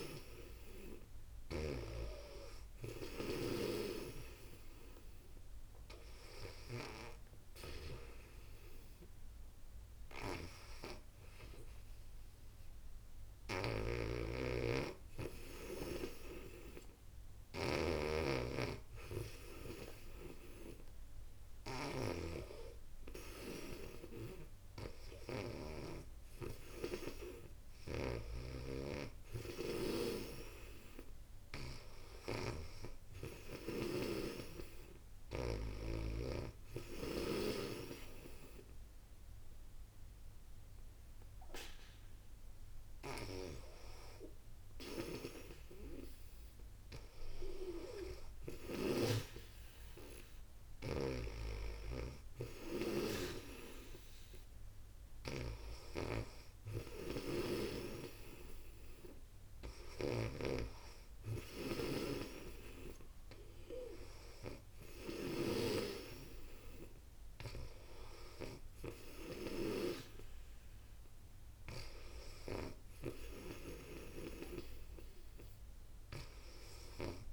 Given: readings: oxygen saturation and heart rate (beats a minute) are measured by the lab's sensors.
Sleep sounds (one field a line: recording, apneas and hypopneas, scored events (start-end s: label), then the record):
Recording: breathing in sleep by a room microphone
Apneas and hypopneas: none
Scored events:
0.00-25.50 s: snoring (device-marked)
27.50-35.50 s: snoring (device-marked)
42.50-48.50 s: snoring (device-marked)
50.50-55.00 s: snoring (device-marked)
59.50-77.33 s: snoring (device-marked)
From the record:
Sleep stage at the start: N2 (light sleep)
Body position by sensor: on the back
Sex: female